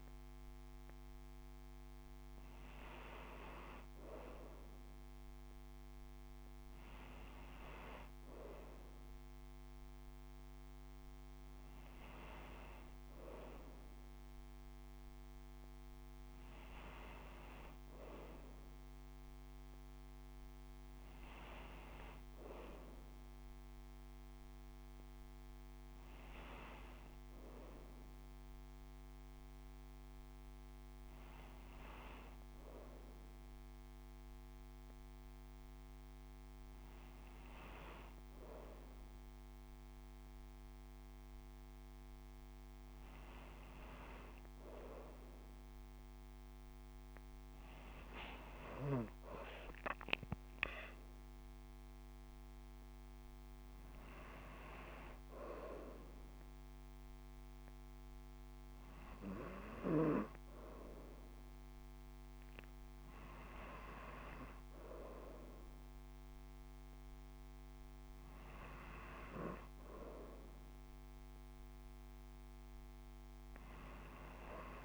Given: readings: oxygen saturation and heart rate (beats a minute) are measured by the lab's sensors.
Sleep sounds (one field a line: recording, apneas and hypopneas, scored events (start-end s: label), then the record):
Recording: breathing in sleep by a microphone on the trachea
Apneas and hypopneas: none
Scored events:
none scored
From the record:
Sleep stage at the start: N2 (light sleep)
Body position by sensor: upright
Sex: female